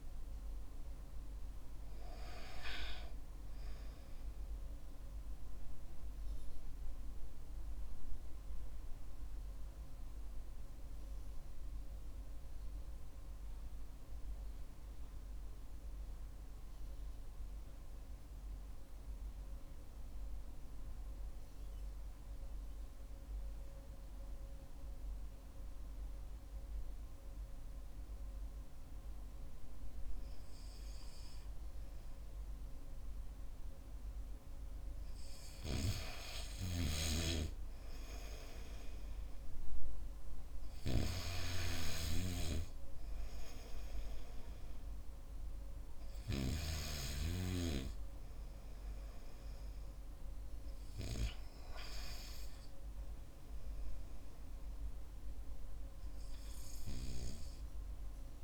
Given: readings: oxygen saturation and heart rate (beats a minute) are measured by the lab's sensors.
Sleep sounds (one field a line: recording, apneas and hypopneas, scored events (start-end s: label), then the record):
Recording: breathing in sleep by a room microphone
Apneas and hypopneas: 1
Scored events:
7.50-31.00 s: central apnea (oxygen 96% before, 94% lowest, heart rate 56 before, 49 extreme, up 8 after)
34.00-38.00 s: arousal
36.50-42.00 s: snoring (device-marked)
From the record:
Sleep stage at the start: N2 (light sleep)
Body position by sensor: on the back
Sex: male